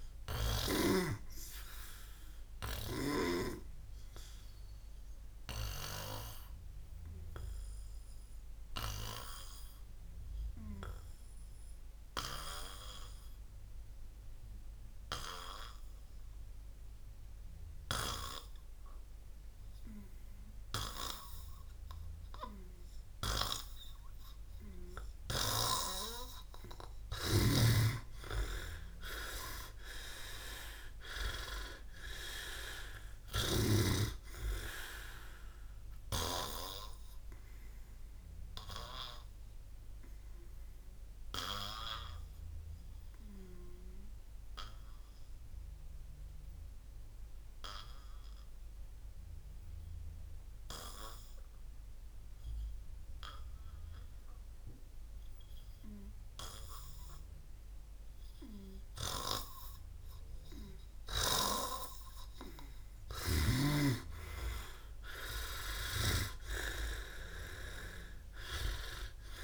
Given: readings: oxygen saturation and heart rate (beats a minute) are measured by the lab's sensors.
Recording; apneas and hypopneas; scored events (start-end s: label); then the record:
breathing in sleep by a room microphone; 2
0.00-1.00 s: snoring (device-marked)
0.00-21.50 s: oxygen desaturation (device-marked, oxygen 90% lowest)
2.50-26.50 s: obstructive apnea (oxygen 99% before, 87% lowest)
27.50-31.50 s: arousal
28.50-49.50 s: oxygen desaturation (device-marked, oxygen 100% before, 87% lowest)
37.00-61.50 s: obstructive apnea (oxygen 100% before, 87% lowest)
64.50-68.00 s: arousal
From the record:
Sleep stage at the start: N2 (light sleep); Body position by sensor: on the back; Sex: male